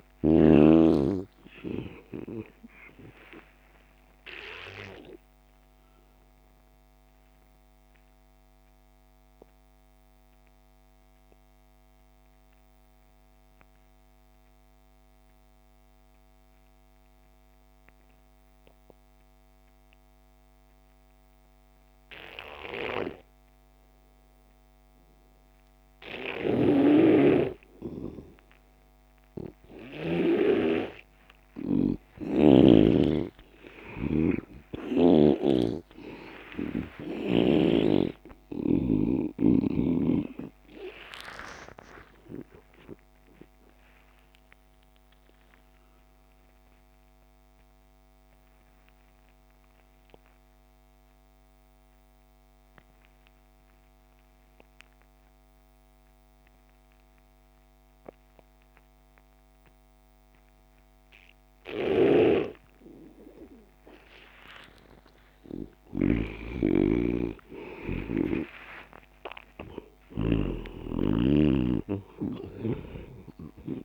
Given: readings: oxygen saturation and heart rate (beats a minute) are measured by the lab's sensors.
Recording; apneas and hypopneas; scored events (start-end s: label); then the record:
breathing in sleep by a microphone on the trachea; 2
0.00-1.00 s: snoring (device-marked)
0.00-12.00 s: oxygen desaturation (device-marked, oxygen 83% lowest)
4.00-31.50 s: obstructive apnea (oxygen 98% before, 83% lowest)
26.50-30.50 s: snoring (device-marked)
27.00-52.00 s: oxygen desaturation (device-marked, oxygen 99% before, 84% lowest)
33.50-38.50 s: arousal
43.50-64.00 s: obstructive apnea (oxygen 99% before, 84% lowest)
62.00-71.00 s: snoring (device-marked)
65.00-70.00 s: arousal
66.00-73.84 s: oxygen desaturation (device-marked, oxygen 98% before, 84% lowest)
From the record:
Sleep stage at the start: N2 (light sleep); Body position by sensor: on the back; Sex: male